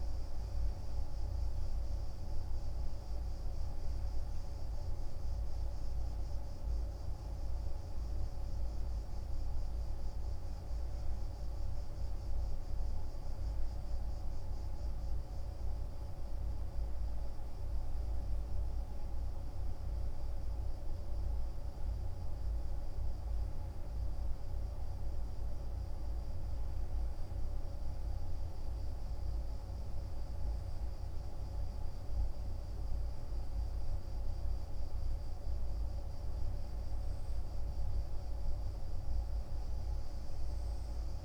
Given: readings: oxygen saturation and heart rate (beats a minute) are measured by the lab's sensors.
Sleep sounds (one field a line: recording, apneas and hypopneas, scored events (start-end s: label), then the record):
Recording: breathing in sleep, hard to hear, by a room microphone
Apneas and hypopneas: none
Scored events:
none scored
From the record:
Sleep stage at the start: N2 (light sleep)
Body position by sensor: on the right side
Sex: male